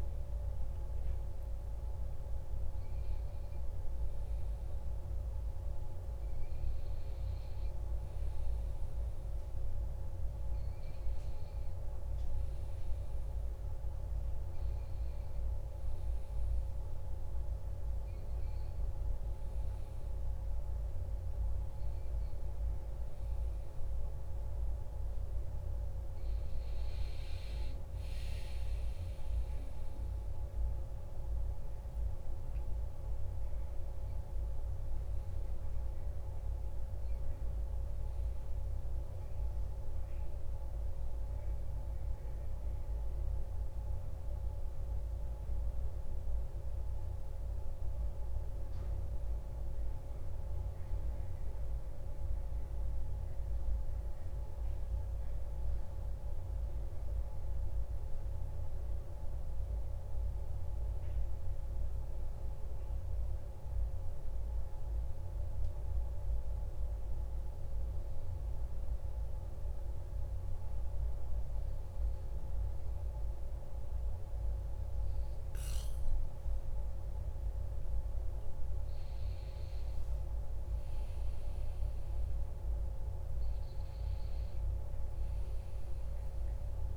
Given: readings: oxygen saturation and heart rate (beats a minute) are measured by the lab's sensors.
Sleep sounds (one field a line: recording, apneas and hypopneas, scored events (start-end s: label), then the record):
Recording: breathing in sleep, hard to hear, by a room microphone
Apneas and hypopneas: 1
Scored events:
0.00-4.50 s: oxygen desaturation (device-marked, oxygen 95% lowest, heart rate 52 extreme)
5.00-9.50 s: arousal
31.50-37.00 s: arousal
49.00-67.00 s: central apnea (oxygen 99% before, 93% lowest, heart rate 54 before, 49 extreme, up 1 after)
51.50-86.97 s: new sleep stage, N2 (light sleep)
69.50-73.00 s: arousal
72.50-86.97 s: oxygen desaturation (device-marked, oxygen 99% before, 93% lowest, heart rate 50 before, 50 extreme)
From the record:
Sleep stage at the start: N1 (lightest sleep)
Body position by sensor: on the back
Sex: male